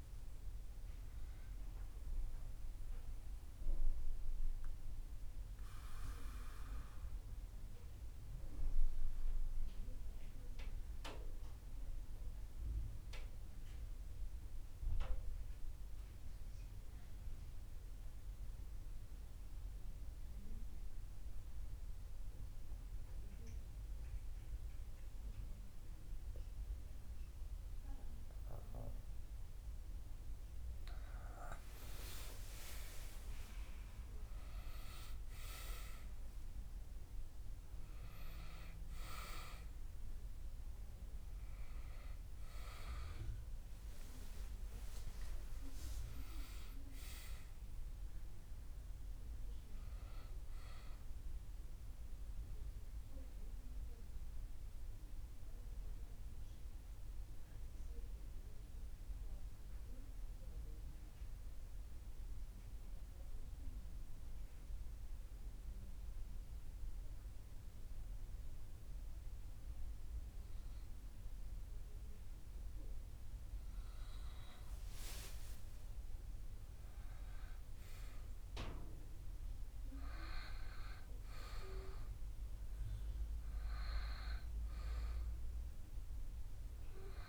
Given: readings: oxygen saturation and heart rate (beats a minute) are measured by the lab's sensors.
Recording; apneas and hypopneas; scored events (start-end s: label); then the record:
breathing in sleep by a room microphone; 2
0.00-15.50 s: oxygen desaturation (device-marked, oxygen 93% lowest)
2.00-29.00 s: obstructive apnea (oxygen 98% before, 93% lowest)
30.50-34.50 s: arousal
55.00-74.50 s: mixed apnea (oxygen 97% before, 93% lowest)
55.50-61.50 s: oxygen desaturation (device-marked, oxygen 96% before, 93% lowest)
75.50-79.50 s: arousal
From the record:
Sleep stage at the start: N2 (light sleep); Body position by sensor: on the back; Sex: male